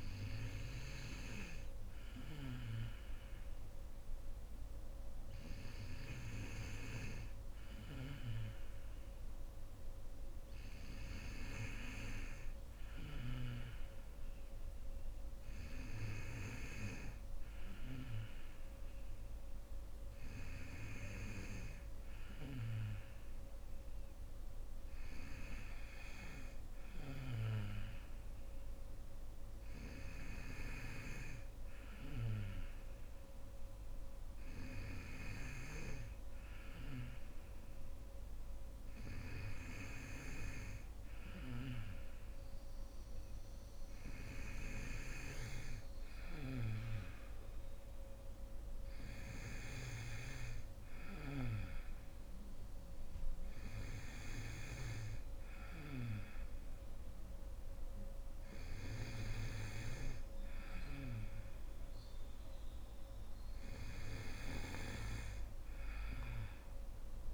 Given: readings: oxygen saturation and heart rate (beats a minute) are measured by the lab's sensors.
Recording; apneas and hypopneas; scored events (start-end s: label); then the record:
breathing in sleep by a room microphone; none
41.00-50.00 s: snoring (device-marked)
From the record:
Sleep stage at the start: N2 (light sleep); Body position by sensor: on the right side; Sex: female